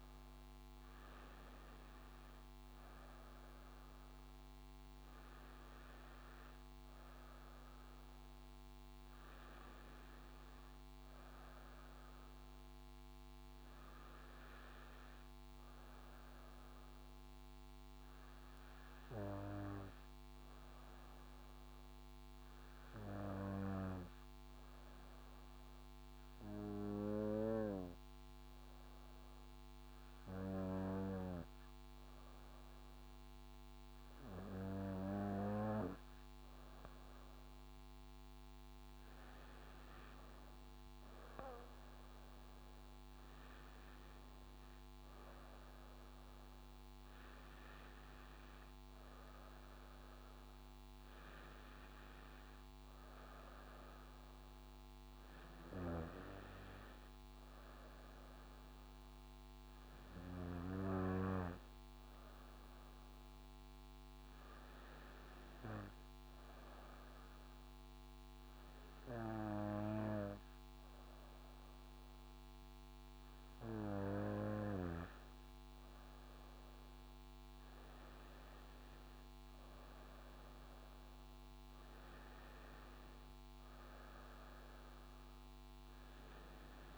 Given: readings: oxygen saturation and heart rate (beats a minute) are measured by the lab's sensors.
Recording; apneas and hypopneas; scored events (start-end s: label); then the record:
breathing in sleep by a microphone on the trachea; 1
11.00-86.97 s: new sleep stage, N2 (light sleep)
24.50-38.00 s: obstructive apnea (oxygen 100% before, 95% lowest, heart rate 61 before, 61 extreme, up 6 after)
39.00-58.00 s: oxygen desaturation (device-marked, oxygen 99% before, 95% lowest, heart rate 61 before, 64 extreme)
40.00-44.50 s: arousal
From the record:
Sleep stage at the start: N1 (lightest sleep); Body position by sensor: on the back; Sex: female